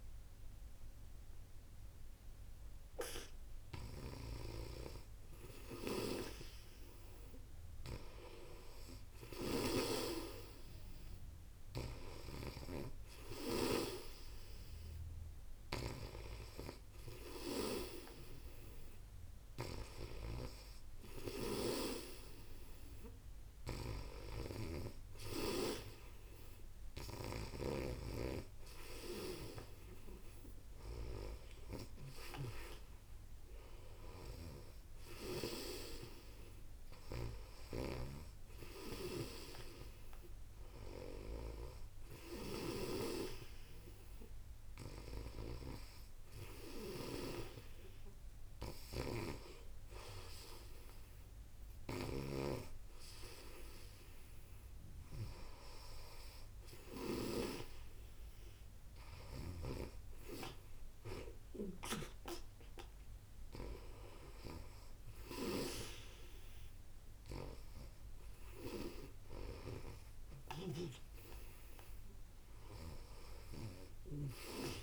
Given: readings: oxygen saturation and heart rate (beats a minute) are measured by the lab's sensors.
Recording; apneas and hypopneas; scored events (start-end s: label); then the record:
breathing in sleep by a room microphone; none
3.50-9.50 s: snoring (device-marked)
11.50-57.00 s: snoring (device-marked)
59.00-74.83 s: snoring (device-marked)
From the record:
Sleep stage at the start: N2 (light sleep); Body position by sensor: on the back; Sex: female